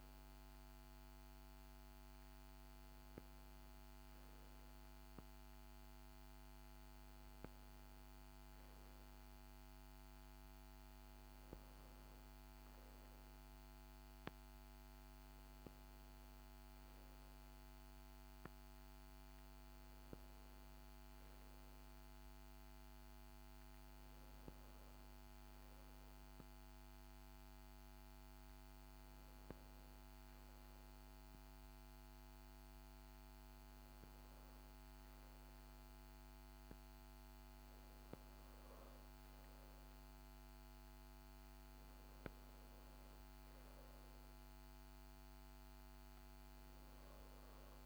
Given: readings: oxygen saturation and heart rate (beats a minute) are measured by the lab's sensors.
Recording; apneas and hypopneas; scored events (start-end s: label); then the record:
breathing in sleep, hard to hear, by a microphone on the trachea; none
none scored
From the record:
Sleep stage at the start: N2 (light sleep); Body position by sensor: on the back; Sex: female